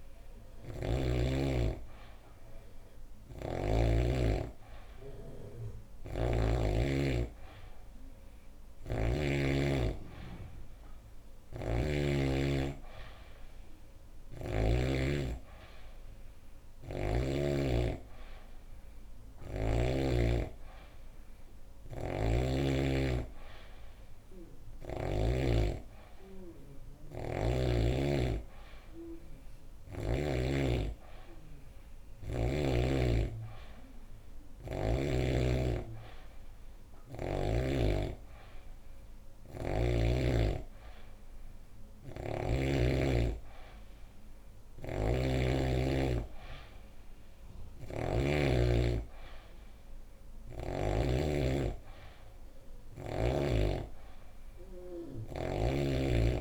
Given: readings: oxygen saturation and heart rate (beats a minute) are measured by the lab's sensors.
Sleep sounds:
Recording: breathing in sleep by a room microphone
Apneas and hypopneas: none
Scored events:
0.00-3.50 s: snoring (device-marked)
8.00-14.50 s: snoring (device-marked)
21.50-25.00 s: snoring (device-marked)
44.50-48.00 s: snoring (device-marked)
From the record:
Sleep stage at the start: N3 (deep sleep)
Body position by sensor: on the back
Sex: female

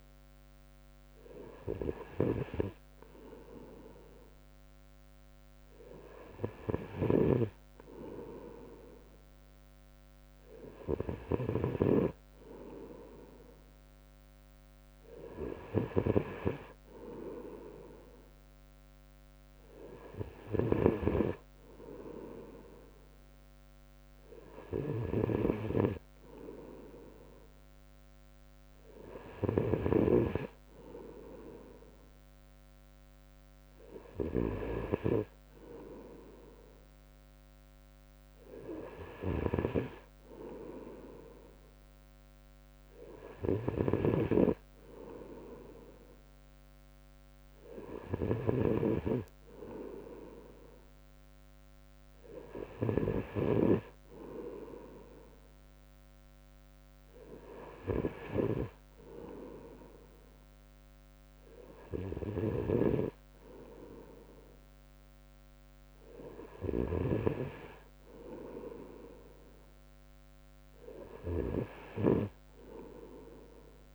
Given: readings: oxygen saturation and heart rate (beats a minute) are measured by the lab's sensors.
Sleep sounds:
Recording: breathing in sleep by a microphone on the trachea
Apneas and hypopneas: none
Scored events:
none scored
From the record:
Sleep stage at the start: N3 (deep sleep)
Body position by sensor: on the right side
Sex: male

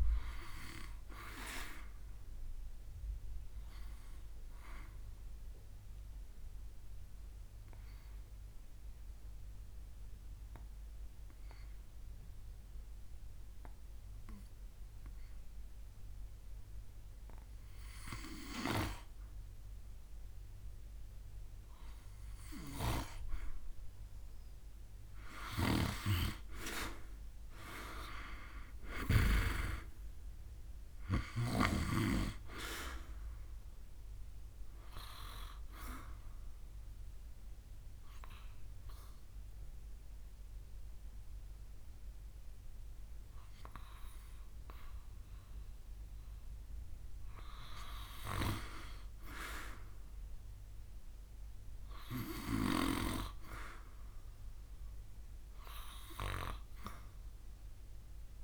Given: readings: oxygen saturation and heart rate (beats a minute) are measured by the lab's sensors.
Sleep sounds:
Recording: breathing in sleep by a room microphone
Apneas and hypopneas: 2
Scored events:
0.00-12.50 s: oxygen desaturation (device-marked, oxygen 91% lowest, heart rate 64 extreme)
3.50-23.00 s: obstructive apnea (oxygen 96% before, 90% lowest, heart rate 71 before, 64 extreme, up 5 after)
25.50-30.00 s: arousal
35.50-46.50 s: obstructive apnea (oxygen 97% before, 90% lowest, heart rate 68 before, 67 extreme, up 3 after)
46.50-58.44 s: oxygen desaturation (device-marked, oxygen 95% before, 90% lowest, heart rate 70 before, 66 extreme)
49.50-52.50 s: arousal
From the record:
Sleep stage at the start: N2 (light sleep)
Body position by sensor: on the back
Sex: male

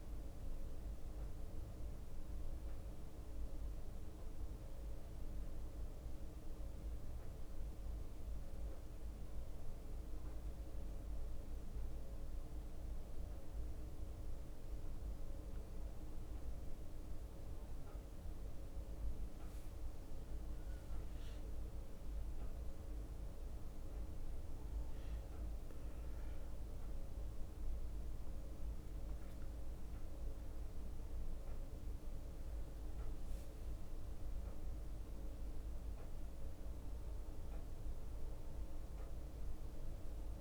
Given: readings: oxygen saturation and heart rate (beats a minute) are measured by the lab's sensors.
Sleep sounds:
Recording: a person awake in a sleep study, hard to hear, by a room microphone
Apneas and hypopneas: none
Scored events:
0.00-20.50 s: bradycardia (device-marked, heart rate 58 extreme)
36.50-40.41 s: bradycardia (device-marked, heart rate 56 before, 57 extreme)
From the record:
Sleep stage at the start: awake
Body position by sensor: on the back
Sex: male

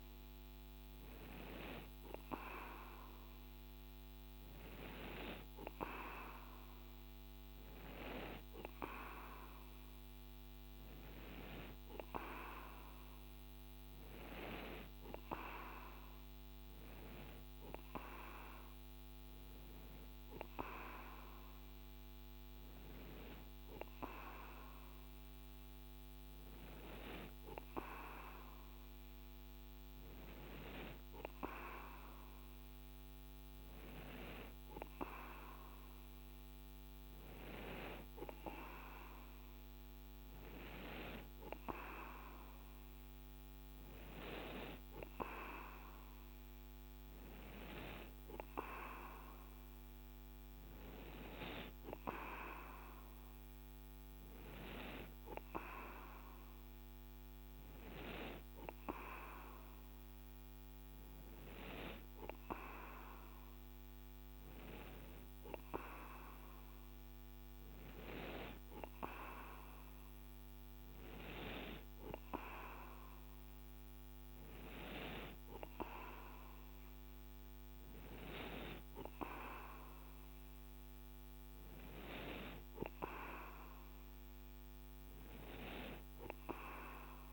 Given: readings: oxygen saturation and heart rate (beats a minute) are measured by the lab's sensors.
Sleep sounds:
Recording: breathing in sleep by a microphone on the trachea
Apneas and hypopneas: none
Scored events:
none scored
From the record:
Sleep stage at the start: N2 (light sleep)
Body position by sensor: on the right side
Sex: male

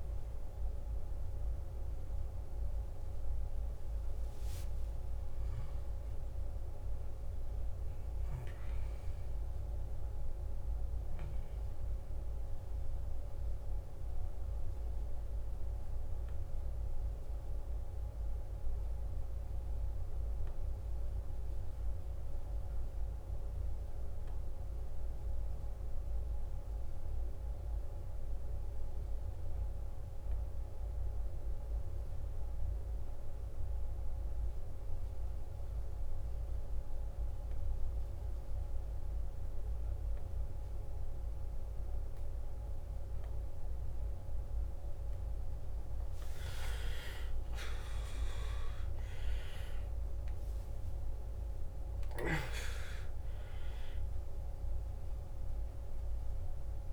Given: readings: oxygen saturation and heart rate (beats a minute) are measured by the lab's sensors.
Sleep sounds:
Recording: breathing in sleep, hard to hear, by a room microphone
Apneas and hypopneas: 1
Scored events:
0.00-15.50 s: oxygen desaturation (device-marked, oxygen 88% lowest, heart rate 51 extreme)
4.00-8.50 s: arousal
12.50-44.50 s: obstructive apnea (oxygen 91% before, 90% lowest, heart rate 60 before, 51 extreme, up 13 after)
37.50-56.93 s: oxygen desaturation (device-marked, oxygen 98% before, 90% lowest, heart rate 53 before, 53 extreme)
46.50-51.50 s: arousal
From the record:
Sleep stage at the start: N2 (light sleep)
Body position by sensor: on the back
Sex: male

